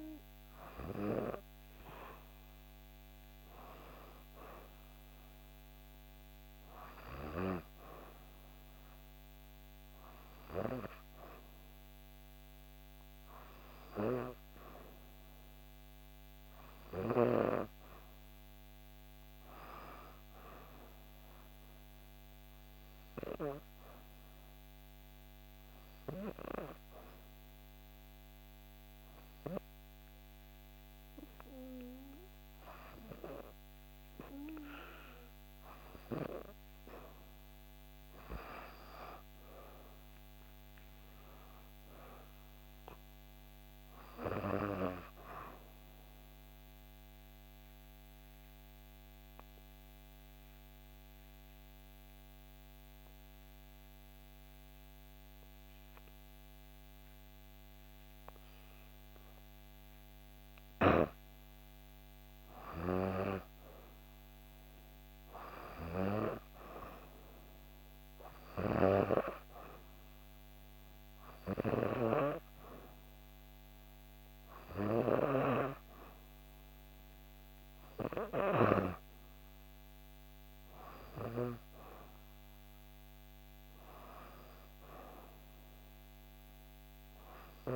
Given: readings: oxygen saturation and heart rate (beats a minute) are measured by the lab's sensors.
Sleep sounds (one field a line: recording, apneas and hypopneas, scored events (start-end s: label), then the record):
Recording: breathing in sleep by a microphone on the trachea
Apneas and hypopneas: 2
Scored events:
21.50-32.50 s: hypopnea (oxygen 95% before, 91% lowest, heart rate 65 before, 63 extreme, up 0 after)
37.00-41.00 s: arousal
45.50-59.50 s: obstructive apnea (oxygen 95% before, 91% lowest, heart rate 66 before, 63 extreme, up 4 after)
61.50-65.50 s: arousal
70.50-83.50 s: oxygen desaturation (device-marked, oxygen 95% before, 91% lowest, heart rate 65 before, 64 extreme)
From the record:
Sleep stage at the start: N2 (light sleep)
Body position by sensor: on the back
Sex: female